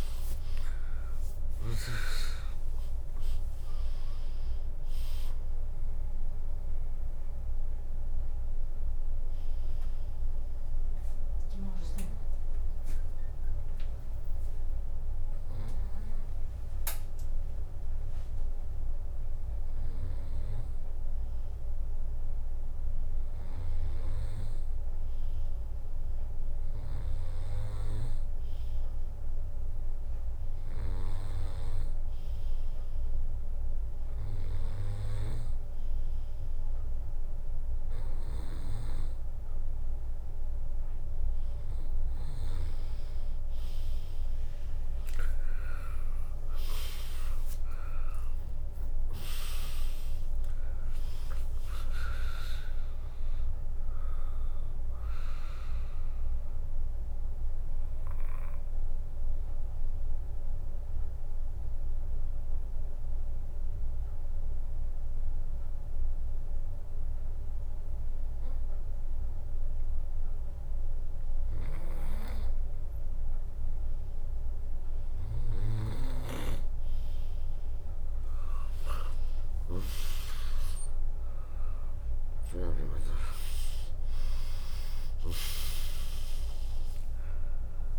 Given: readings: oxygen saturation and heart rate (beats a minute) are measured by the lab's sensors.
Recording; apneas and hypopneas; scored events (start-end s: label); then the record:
breathing in sleep by a room microphone; 2
0.00-1.00 s: arousal
1.50-14.50 s: drop in pulse transit time (device-marked, heart rate 73 before, 76 extreme)
9.50-19.50 s: obstructive apnea (oxygen 99% before, 96% lowest, heart rate 74 before, 58 extreme)
19.50-21.50 s: bradycardia (device-marked, heart rate 77 before, 65 extreme)
46.50-51.50 s: arousal
47.50-66.50 s: drop in pulse transit time (device-marked, heart rate 64 before, 74 extreme)
54.00-70.50 s: obstructive apnea (oxygen 99% before, 96% lowest, heart rate 71 before, 61 extreme)
79.50-84.00 s: arousal
83.50-87.99 s: drop in pulse transit time (device-marked, heart rate 74 before, 77 extreme)
From the record:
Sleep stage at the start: N2 (light sleep); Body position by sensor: on the right side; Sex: female